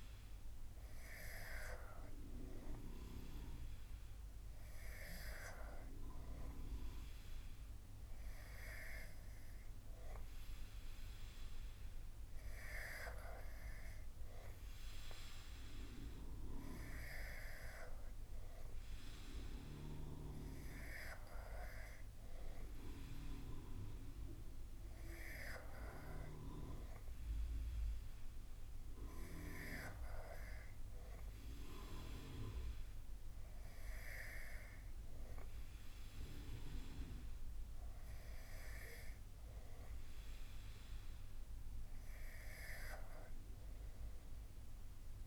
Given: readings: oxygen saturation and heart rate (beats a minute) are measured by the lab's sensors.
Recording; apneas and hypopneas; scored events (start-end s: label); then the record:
breathing in sleep by a room microphone; none
none scored
From the record:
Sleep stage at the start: N2 (light sleep); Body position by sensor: on the back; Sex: male